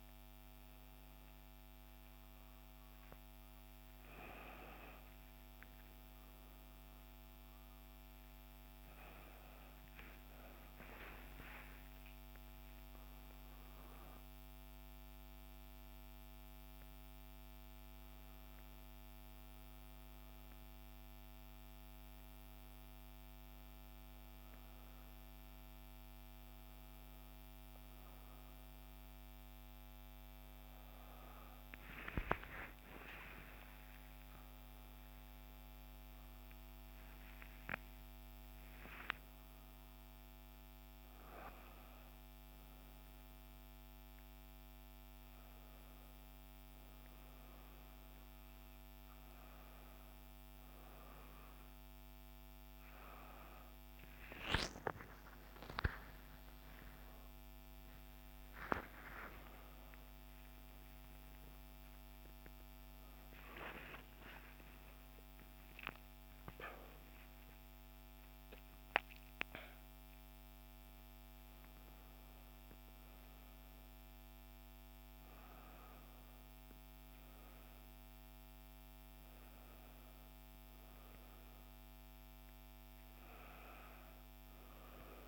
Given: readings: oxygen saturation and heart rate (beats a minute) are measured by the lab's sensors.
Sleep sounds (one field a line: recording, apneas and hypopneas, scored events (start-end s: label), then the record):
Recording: a person awake in a sleep study, by a microphone on the trachea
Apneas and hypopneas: none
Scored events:
66.50-68.50 s: long interval between heartbeats (device-marked, heart rate 61 before, 71 extreme)
From the record:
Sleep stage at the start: awake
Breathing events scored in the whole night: 374 in 7.0 hours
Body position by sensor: on the back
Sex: female